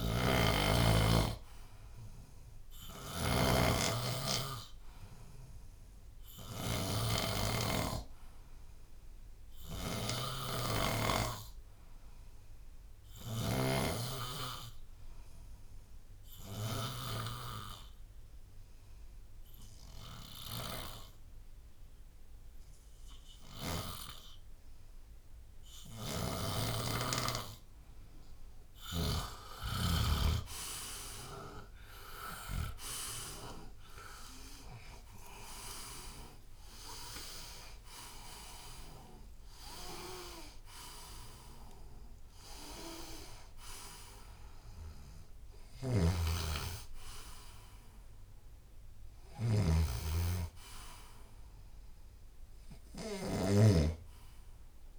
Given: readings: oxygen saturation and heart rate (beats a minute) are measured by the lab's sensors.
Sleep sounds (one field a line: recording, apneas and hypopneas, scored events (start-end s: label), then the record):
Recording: breathing in sleep by a room microphone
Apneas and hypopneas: 1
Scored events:
0.00-11.50 s: oxygen desaturation (device-marked, oxygen 89% lowest, heart rate 69 extreme)
0.00-17.00 s: snoring (device-marked)
14.50-27.00 s: obstructive apnea (oxygen 92% before, 89% lowest, heart rate 77 before, 74 extreme, up 13 after)
31.00-35.00 s: arousal
45.50-53.50 s: snoring (device-marked)
51.50-54.99 s: oxygen desaturation (device-marked, oxygen 93% before, 89% lowest, heart rate 86 before, 75 extreme)
From the record:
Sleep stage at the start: N2 (light sleep)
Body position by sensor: on the left side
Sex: male